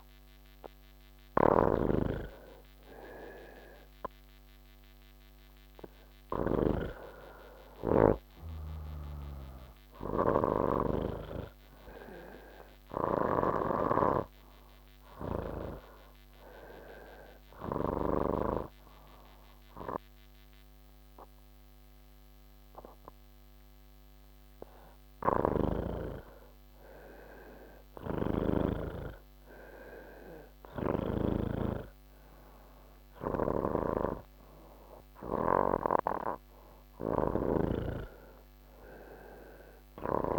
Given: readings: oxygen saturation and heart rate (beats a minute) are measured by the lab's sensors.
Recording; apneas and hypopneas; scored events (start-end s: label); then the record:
breathing in sleep by a microphone on the trachea; 1
0.00-4.50 s: oxygen desaturation (device-marked, oxygen 92% lowest)
1.50-7.00 s: snoring (device-marked)
9.00-18.50 s: snoring (device-marked)
15.50-25.50 s: hypopnea (oxygen 95% before, 92% lowest)
25.50-29.00 s: snoring (device-marked)
26.50-40.39 s: new sleep stage, N3 (deep sleep)
37.50-40.39 s: snoring (device-marked)
From the record:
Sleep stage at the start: N1 (lightest sleep); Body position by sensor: on the back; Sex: male